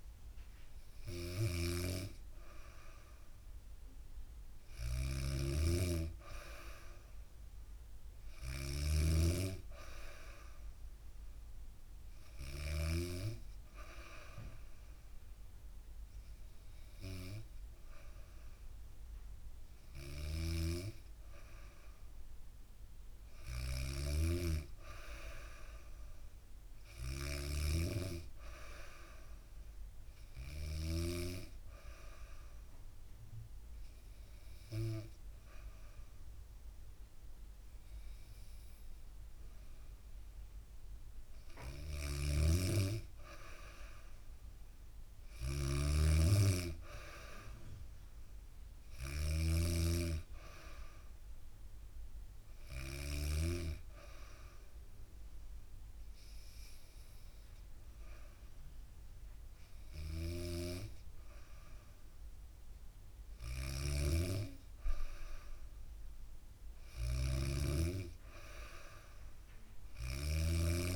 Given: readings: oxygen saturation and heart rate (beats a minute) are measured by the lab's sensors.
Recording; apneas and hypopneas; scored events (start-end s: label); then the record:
breathing in sleep by a room microphone; none
0.00-3.00 s: oxygen desaturation (device-marked, oxygen 93% lowest, heart rate 63 extreme)
0.50-12.00 s: snoring (device-marked)
19.50-30.00 s: snoring (device-marked)
41.00-52.50 s: snoring (device-marked)
59.00-70.96 s: snoring (device-marked)
From the record:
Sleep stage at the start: N2 (light sleep); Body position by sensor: on the back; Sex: female